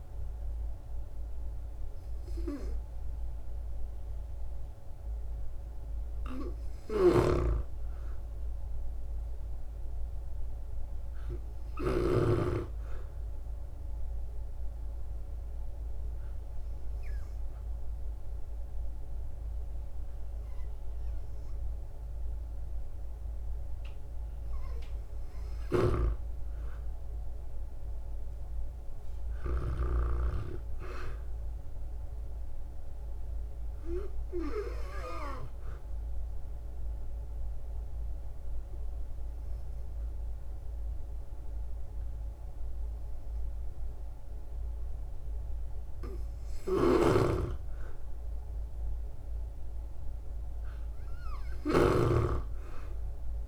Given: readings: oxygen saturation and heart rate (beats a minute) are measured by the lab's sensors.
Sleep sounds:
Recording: breathing in sleep by a room microphone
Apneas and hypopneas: 2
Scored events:
0.00-10.50 s: oxygen desaturation (device-marked, oxygen 76% lowest, heart rate 49 extreme)
6.50-12.00 s: snoring (device-marked)
13.50-25.00 s: obstructive apnea (oxygen 98% before, 93% lowest, heart rate 59 before, 55 extreme, up 3 after)
26.50-30.50 s: arousal
35.50-46.50 s: obstructive apnea (oxygen 98% before, 93% lowest, heart rate 56 before, 57 extreme, up 2 after)
46.50-53.48 s: snoring (device-marked)
48.50-52.00 s: arousal
51.50-53.48 s: oxygen desaturation (device-marked, oxygen 97% before, 93% lowest, heart rate 58 before, 56 extreme)
From the record:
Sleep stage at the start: REM sleep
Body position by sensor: on the back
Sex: female

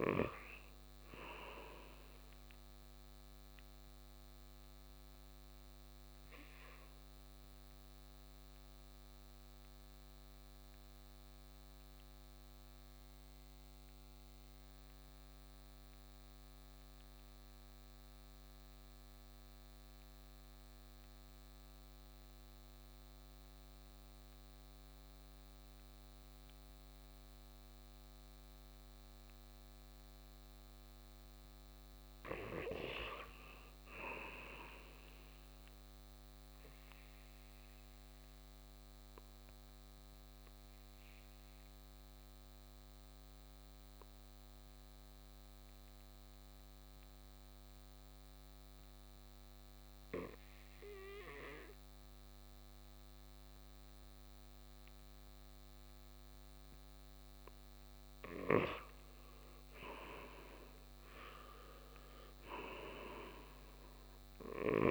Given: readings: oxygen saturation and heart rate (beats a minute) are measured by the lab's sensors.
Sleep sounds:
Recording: breathing in sleep by a microphone on the trachea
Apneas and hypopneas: 2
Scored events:
0.00-3.00 s: oxygen desaturation (device-marked, oxygen 96% before, 91% lowest, heart rate 59 before, 57 extreme)
3.00-32.00 s: obstructive apnea (oxygen 96% before, 89% lowest, heart rate 62 before, 57 extreme, up 4 after)
5.00-19.00 s: oxygen desaturation (device-marked, oxygen 93% before, 89% lowest, heart rate 62 before, 57 extreme)
32.50-35.00 s: arousal
33.00-57.00 s: oxygen desaturation (device-marked, oxygen 98% before, 90% lowest, heart rate 58 before, 57 extreme)
37.50-57.50 s: obstructive apnea (oxygen 99% before, 90% lowest, heart rate 58 before, 57 extreme, up 5 after)
60.50-64.50 s: arousal
From the record:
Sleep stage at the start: N2 (light sleep)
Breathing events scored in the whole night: 207 in 6.1 hours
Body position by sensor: on the right side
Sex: male

